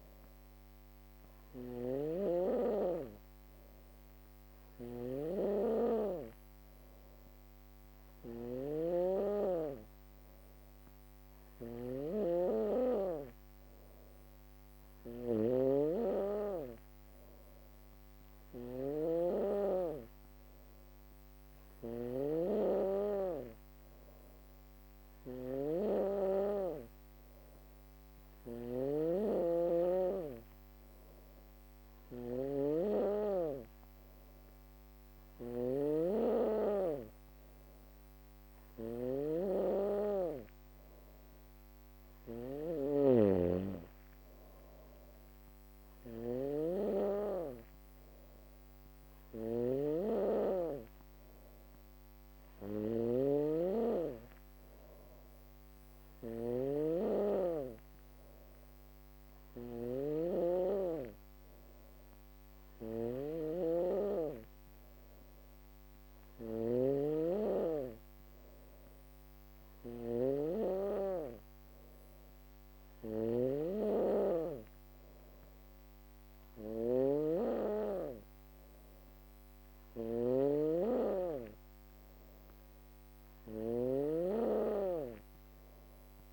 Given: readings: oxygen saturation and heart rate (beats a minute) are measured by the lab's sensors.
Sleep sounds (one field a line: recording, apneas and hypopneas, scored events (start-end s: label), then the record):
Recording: breathing in sleep by a microphone on the trachea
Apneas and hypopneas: none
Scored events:
0.00-86.33 s: snoring (device-marked)
29.50-39.50 s: drop in pulse transit time (device-marked, heart rate 65 before, 68 extreme)
From the record:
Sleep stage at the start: N2 (light sleep)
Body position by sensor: on the back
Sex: female